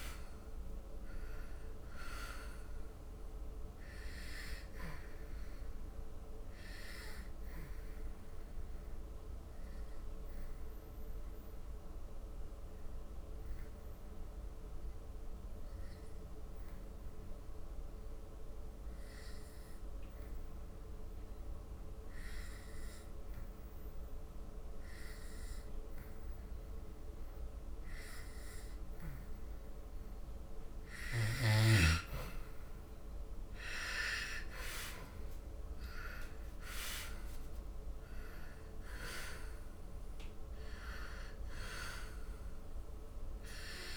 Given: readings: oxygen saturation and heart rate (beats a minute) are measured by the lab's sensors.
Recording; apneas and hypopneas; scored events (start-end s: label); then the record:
breathing in sleep by a room microphone; 1
0.00-16.50 s: oxygen desaturation (device-marked, oxygen 86% lowest, heart rate 66 extreme)
5.50-30.00 s: obstructive apnea (oxygen 99% before, 84% lowest, heart rate 73 before, 66 extreme, up 13 after)
30.50-43.97 s: oxygen desaturation (device-marked, oxygen 98% before, 86% lowest, heart rate 71 before, 68 extreme)
33.00-38.50 s: arousal
From the record:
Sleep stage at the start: N2 (light sleep); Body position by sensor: on the back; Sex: male